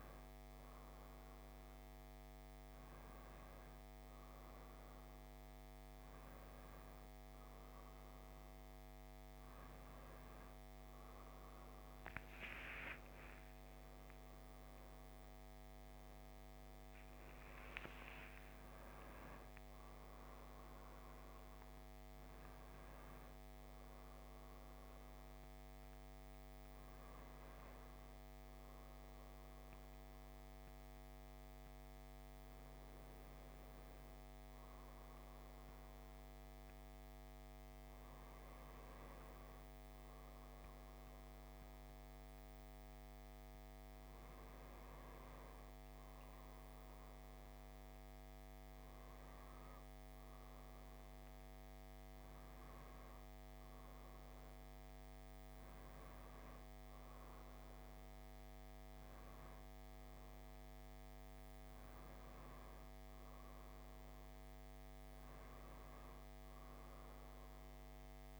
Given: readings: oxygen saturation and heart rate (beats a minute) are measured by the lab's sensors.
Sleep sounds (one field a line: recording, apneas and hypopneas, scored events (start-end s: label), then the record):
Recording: breathing in sleep, hard to hear, by a microphone on the trachea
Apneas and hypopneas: none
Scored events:
6.50-29.50 s: oxygen desaturation (device-marked, oxygen 98% before, 94% lowest)
13.00-18.00 s: arousal
From the record:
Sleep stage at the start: N1 (lightest sleep)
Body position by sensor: on the back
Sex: male